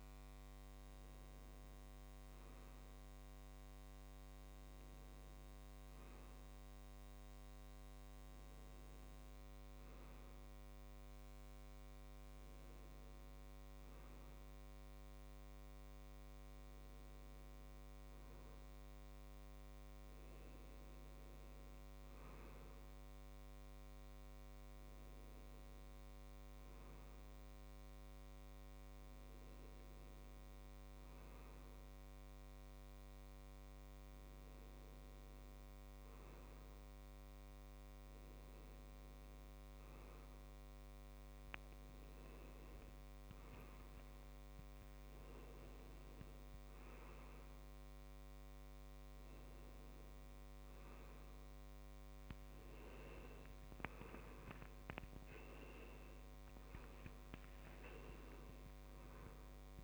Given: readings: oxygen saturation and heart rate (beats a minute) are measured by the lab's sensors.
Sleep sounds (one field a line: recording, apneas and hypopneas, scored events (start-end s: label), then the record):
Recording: breathing in sleep, hard to hear, by a microphone on the trachea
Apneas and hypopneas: none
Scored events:
none scored
From the record:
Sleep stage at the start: N1 (lightest sleep)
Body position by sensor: on the right side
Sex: male